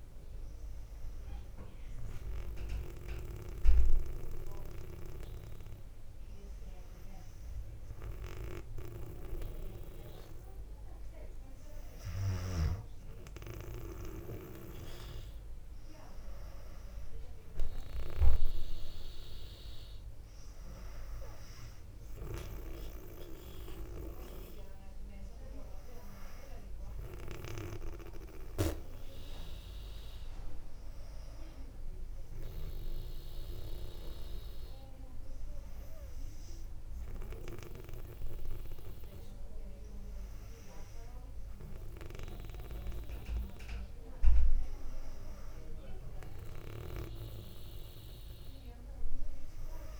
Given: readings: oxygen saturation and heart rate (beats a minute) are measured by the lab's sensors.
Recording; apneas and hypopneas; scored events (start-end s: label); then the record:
breathing in sleep by a room microphone; none
3.50-50.00 s: new sleep stage, N2 (light sleep)
From the record:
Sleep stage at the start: N1 (lightest sleep); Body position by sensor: on the back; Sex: female